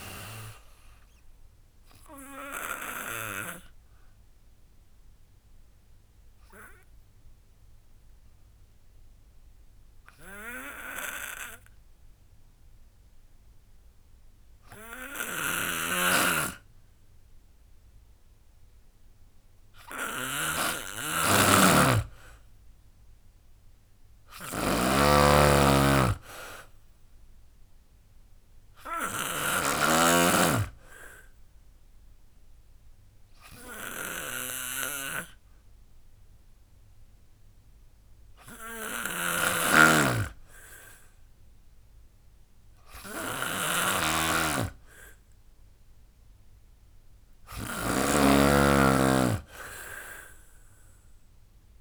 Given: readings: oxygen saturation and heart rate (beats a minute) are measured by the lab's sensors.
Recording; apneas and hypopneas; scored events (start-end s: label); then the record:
breathing in sleep by a room microphone; 2
0.00-5.50 s: drop in pulse transit time (device-marked, heart rate 73 extreme)
0.00-12.50 s: oxygen desaturation (device-marked, oxygen 92% lowest, heart rate 64 extreme)
0.50-19.00 s: obstructive apnea (oxygen 98% before, 92% lowest, heart rate 76 before, 64 extreme, up 15 after)
15.00-51.81 s: snoring (device-marked)
20.50-33.50 s: drop in pulse transit time (device-marked, heart rate 72 before, 77 extreme)
21.00-23.50 s: arousal
21.50-23.50 s: long interval between heartbeats (device-marked, heart rate 71 before, 78 extreme)
23.50-45.50 s: oxygen desaturation (device-marked, oxygen 99% before, 93% lowest, heart rate 71 before, 75 extreme)
29.50-43.50 s: obstructive apnea (oxygen 99% before, 90% lowest, heart rate 74 before, 75 extreme, up 6 after)
45.50-49.00 s: arousal
49.50-51.81 s: drop in pulse transit time (device-marked, heart rate 78 before, 78 extreme)
From the record:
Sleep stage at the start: N2 (light sleep); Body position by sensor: on the back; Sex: female